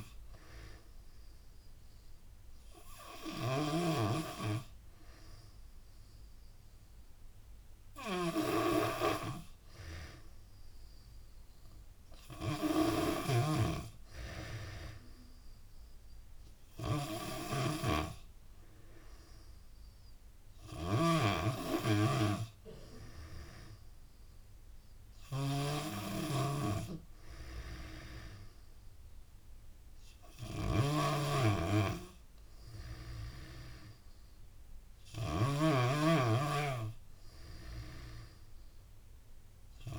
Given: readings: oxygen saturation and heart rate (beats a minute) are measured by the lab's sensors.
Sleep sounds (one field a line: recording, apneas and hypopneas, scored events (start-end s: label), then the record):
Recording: breathing in sleep by a room microphone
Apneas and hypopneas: none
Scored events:
0.00-3.00 s: tachycardia (device-marked, heart rate 117 extreme)
0.00-39.99 s: snoring (device-marked)
0.50-2.50 s: long interval between heartbeats (device-marked, heart rate 99 before, 116 extreme)
8.50-10.50 s: long interval between heartbeats (device-marked, heart rate 102 before, 96 extreme)
10.00-18.00 s: tachycardia (device-marked, heart rate 88 before, 107 extreme)
10.00-25.00 s: drop in pulse transit time (device-marked, heart rate 102 before, 94 extreme)
15.00-17.00 s: long interval between heartbeats (device-marked, heart rate 102 before, 104 extreme)
18.50-20.50 s: long interval between heartbeats (device-marked, heart rate 103 before, 107 extreme)
20.00-22.00 s: tachycardia (device-marked, heart rate 88 before, 105 extreme)
23.00-25.00 s: long interval between heartbeats (device-marked, heart rate 101 before, 103 extreme)
23.00-26.00 s: tachycardia (device-marked, heart rate 88 before, 105 extreme)
25.50-27.50 s: long interval between heartbeats (device-marked, heart rate 101 before, 100 extreme)
32.50-34.50 s: long interval between heartbeats (device-marked, heart rate 102 before, 92 extreme)
From the record:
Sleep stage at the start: N3 (deep sleep)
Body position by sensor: on the back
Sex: female